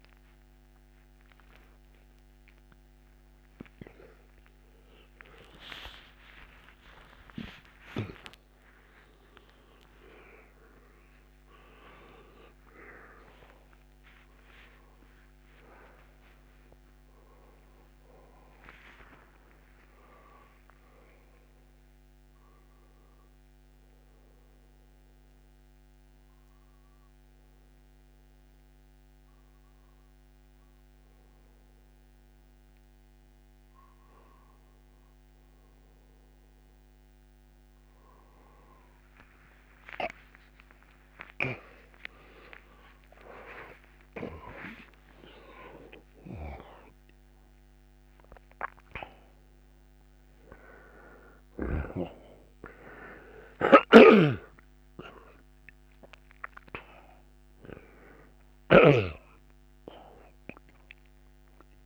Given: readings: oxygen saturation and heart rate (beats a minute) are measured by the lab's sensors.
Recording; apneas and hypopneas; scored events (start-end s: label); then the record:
a person awake in a sleep study, by a microphone on the trachea; none
0.00-11.00 s: oxygen desaturation (device-marked, oxygen 91% before, 86% lowest)
44.00-47.00 s: oxygen desaturation (device-marked, oxygen 97% before, 94% lowest, heart rate 41 before, 74 extreme)
53.00-61.86 s: oxygen desaturation (device-marked, oxygen 96% before, 93% lowest, heart rate 72 before, 68 extreme)
54.00-59.00 s: snoring (device-marked)
From the record:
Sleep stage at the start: awake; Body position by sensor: on the right side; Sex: male